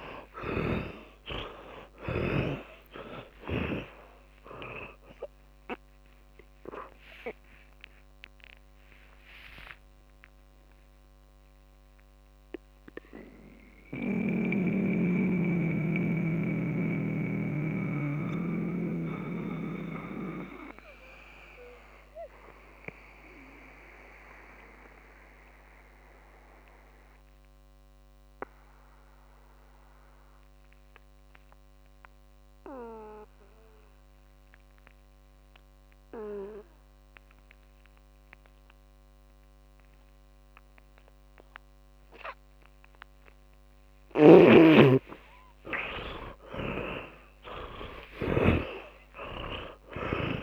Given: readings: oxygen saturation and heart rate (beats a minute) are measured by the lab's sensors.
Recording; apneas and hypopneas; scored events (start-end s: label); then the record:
breathing in sleep by a microphone on the trachea; 1
0.00-2.50 s: snoring (device-marked)
0.00-3.50 s: arousal
0.00-9.00 s: oxygen desaturation (device-marked, oxygen 82% lowest, heart rate 47 extreme)
3.00-12.00 s: tachycardia (device-marked, heart rate 66 before, 160 extreme)
11.00-20.00 s: oxygen desaturation (device-marked, oxygen 87% before, 84% lowest, heart rate 80 before, 49 extreme)
11.00-44.50 s: mixed apnea (oxygen 100% before, 77% lowest, heart rate 80 before, 49 extreme)
22.00-32.00 s: oxygen desaturation (device-marked, oxygen 94% before, 77% lowest, heart rate 104 before, 49 extreme)
41.00-50.43 s: oxygen desaturation (device-marked, oxygen 100% before, 92% lowest, heart rate 58 before, 55 extreme)
45.00-50.00 s: tachycardia (device-marked, heart rate 66 before, 108 extreme)
45.50-50.43 s: arousal
46.50-50.43 s: snoring (device-marked)
From the record:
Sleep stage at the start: N2 (light sleep); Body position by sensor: on the back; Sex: male